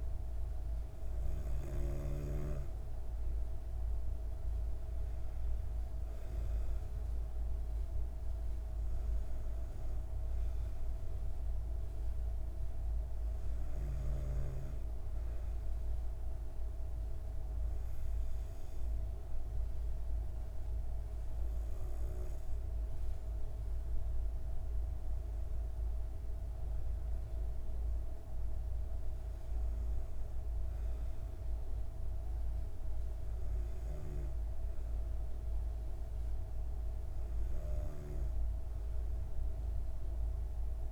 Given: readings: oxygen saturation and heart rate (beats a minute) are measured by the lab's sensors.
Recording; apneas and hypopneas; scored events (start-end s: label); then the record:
breathing in sleep, hard to hear, by a room microphone; none
none scored
From the record:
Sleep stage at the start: N2 (light sleep); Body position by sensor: on the back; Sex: female